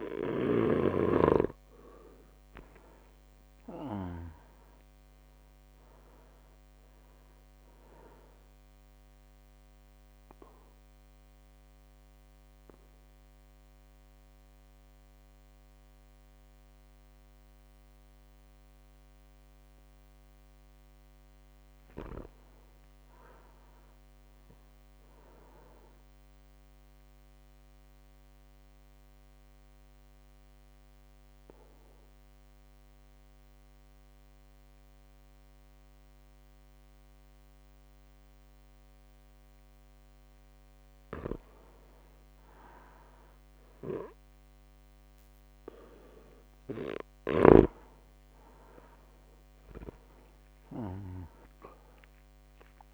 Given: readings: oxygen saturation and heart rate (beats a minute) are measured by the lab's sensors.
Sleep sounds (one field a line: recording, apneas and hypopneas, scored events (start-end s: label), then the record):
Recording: breathing in sleep by a microphone on the trachea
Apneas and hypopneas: 2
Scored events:
0.00-2.50 s: oxygen desaturation (device-marked, oxygen 96% lowest, heart rate 55 extreme)
0.00-4.50 s: snoring (device-marked)
3.00-5.00 s: long interval between heartbeats (device-marked, heart rate 57 before, 60 extreme)
5.50-52.94 s: new sleep stage, REM sleep
9.00-20.50 s: obstructive apnea (oxygen 99% before, 94% lowest, heart rate 58 before, 56 extreme, up 4 after)
22.50-25.00 s: arousal
27.50-40.00 s: obstructive apnea (oxygen 99% before, 94% lowest, heart rate 58 before, 57 extreme, up 3 after)
41.00-47.50 s: snoring (device-marked)
44.50-49.00 s: arousal
48.50-52.94 s: drop in pulse transit time (device-marked, heart rate 58 before, 57 extreme)
51.50-52.94 s: oxygen desaturation (device-marked, oxygen 99% before, 94% lowest, heart rate 58 before, 56 extreme)
From the record:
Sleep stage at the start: N2 (light sleep)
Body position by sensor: on the back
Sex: male